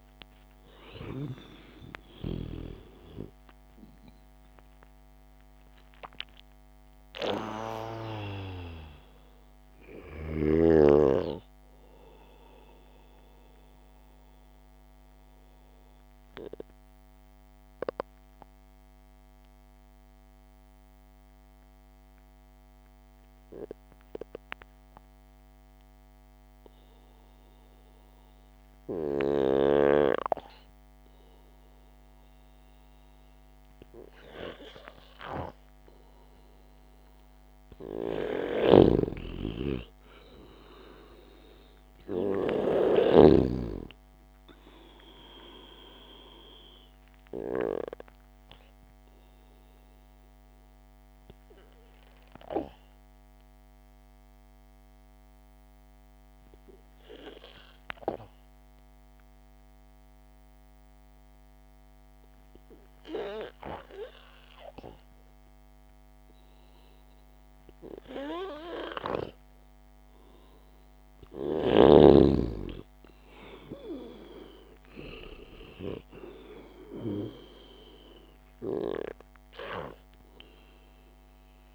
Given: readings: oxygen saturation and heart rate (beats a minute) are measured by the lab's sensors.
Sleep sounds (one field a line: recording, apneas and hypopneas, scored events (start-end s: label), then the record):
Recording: breathing in sleep by a microphone on the trachea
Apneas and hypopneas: 2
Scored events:
0.00-1.00 s: arousal
0.00-3.00 s: snoring (device-marked)
17.00-27.50 s: central apnea (oxygen 95% before, 92% lowest, heart rate 67 before, 53 extreme, up 1 after)
31.50-34.50 s: arousal
36.50-67.50 s: oxygen desaturation (device-marked, oxygen 99% before, 92% lowest, heart rate 65 before, 53 extreme)
39.00-43.50 s: snoring (device-marked)
51.00-68.00 s: obstructive apnea (oxygen 99% before, 92% lowest, heart rate 59 before, 62 extreme, up 3 after)
70.00-74.50 s: arousal
From the record:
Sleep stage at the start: N2 (light sleep)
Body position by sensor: on the back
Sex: male